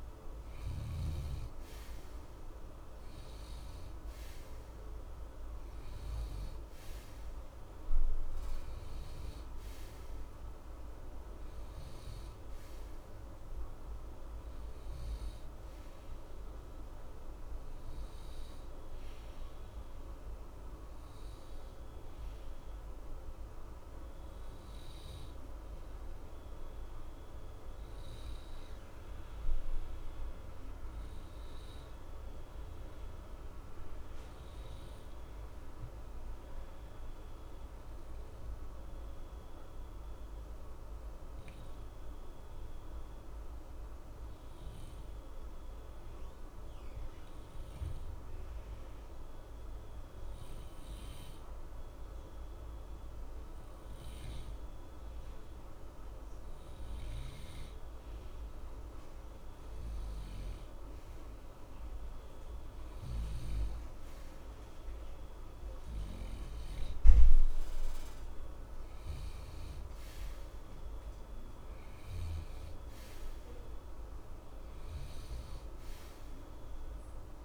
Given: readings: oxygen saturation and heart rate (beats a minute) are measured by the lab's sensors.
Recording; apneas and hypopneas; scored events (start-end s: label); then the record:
breathing in sleep, hard to hear, by a room microphone; 1
0.00-34.00 s: oxygen desaturation (device-marked, oxygen 89% lowest, heart rate 61 extreme)
30.50-55.00 s: obstructive apnea (oxygen 93% before, 90% lowest, heart rate 61 before, 58 extreme, up 0 after)
57.00-60.50 s: arousal
61.50-65.00 s: arousal
66.00-77.45 s: oxygen desaturation (device-marked, oxygen 94% before, 90% lowest, heart rate 62 before, 58 extreme)
From the record:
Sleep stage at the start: N2 (light sleep); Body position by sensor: on the right side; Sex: male